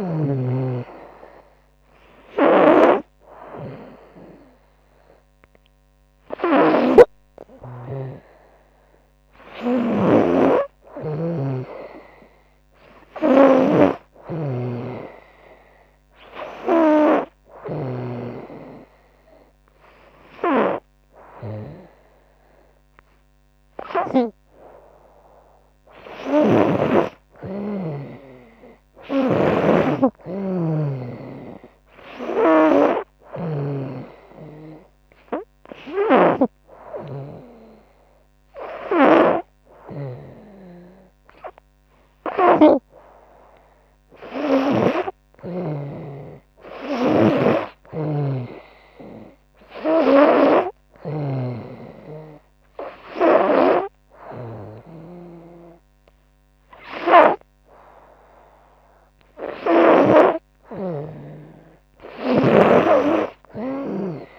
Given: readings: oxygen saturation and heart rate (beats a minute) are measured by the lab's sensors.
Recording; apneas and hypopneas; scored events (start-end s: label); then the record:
breathing in sleep by a microphone on the trachea; 1
9.50-17.50 s: snoring (device-marked)
16.00-26.50 s: hypopnea (oxygen 97% before, 95% lowest, heart rate 79 before, 76 extreme, up 4 after)
25.50-33.00 s: snoring (device-marked)
28.00-31.50 s: arousal
46.50-50.50 s: snoring (device-marked)
61.50-64.39 s: arousal
61.50-64.39 s: snoring (device-marked)
From the record:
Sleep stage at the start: N2 (light sleep); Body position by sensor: on the front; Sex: female